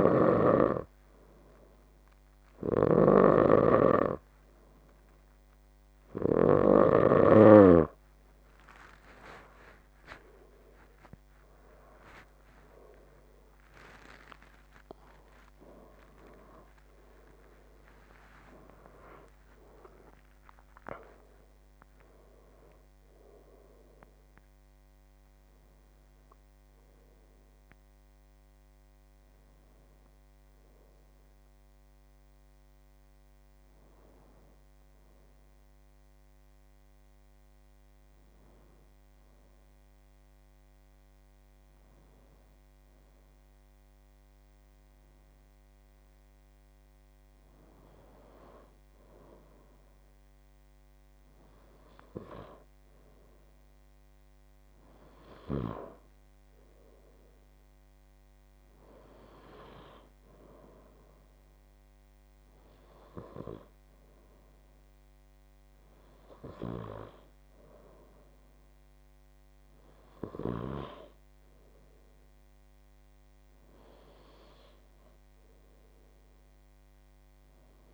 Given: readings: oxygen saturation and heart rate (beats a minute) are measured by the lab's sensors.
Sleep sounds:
breathing in sleep by a microphone on the trachea; 1
4.50-77.94 s: new sleep stage, N2 (light sleep)
11.00-16.50 s: arousal
31.00-47.50 s: obstructive apnea (oxygen 93% before, 93% lowest, heart rate 83 before, 68 extreme, up 6 after)
49.50-53.00 s: arousal
76.00-77.94 s: arousal
From the record:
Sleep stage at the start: N3 (deep sleep); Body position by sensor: on the left side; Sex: male

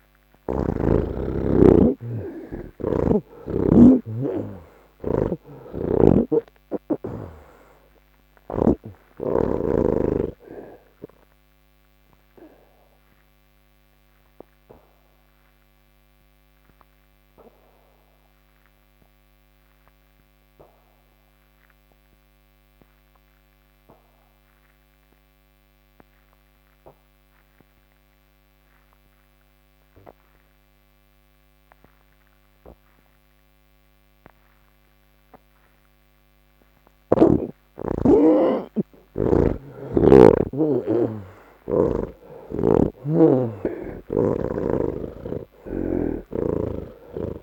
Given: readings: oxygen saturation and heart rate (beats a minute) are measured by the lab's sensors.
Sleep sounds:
breathing in sleep by a microphone on the trachea; none
0.00-7.00 s: oxygen desaturation (device-marked, oxygen 97% before, 86% lowest, heart rate 75 before, 26 extreme)
5.00-8.50 s: snoring (device-marked)
9.00-29.00 s: oxygen desaturation (device-marked, oxygen 91% before, 81% lowest, heart rate 66 before, 72 extreme)
From the record:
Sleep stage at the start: N3 (deep sleep); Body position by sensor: on the back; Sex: male

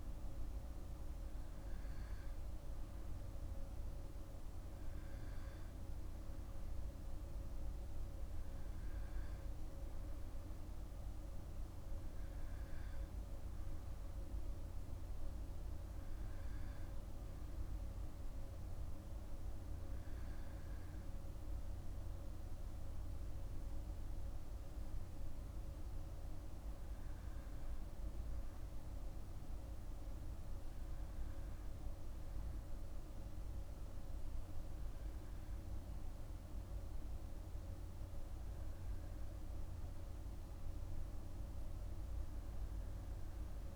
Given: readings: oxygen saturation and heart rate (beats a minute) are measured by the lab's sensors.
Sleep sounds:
breathing in sleep, hard to hear, by a room microphone; none
none scored
From the record:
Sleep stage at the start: N2 (light sleep); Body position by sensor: on the back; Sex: male

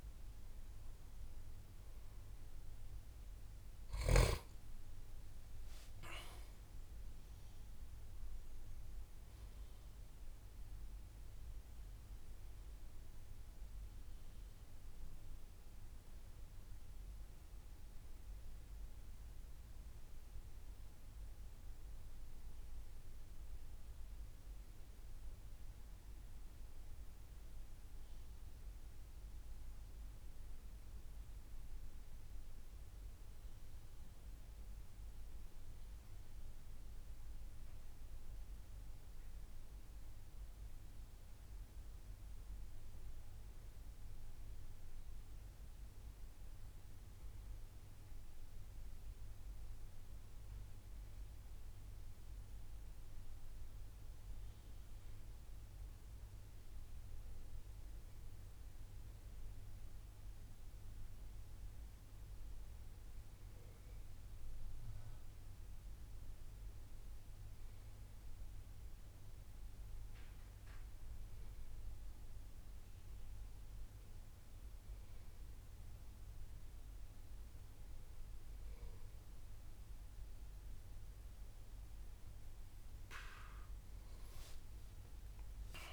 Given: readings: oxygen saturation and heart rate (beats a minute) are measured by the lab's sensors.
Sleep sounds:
breathing in sleep, hard to hear, by a room microphone; none
7.00-85.93 s: new sleep stage, N2 (light sleep)
From the record:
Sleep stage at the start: N1 (lightest sleep); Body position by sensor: on the back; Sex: male

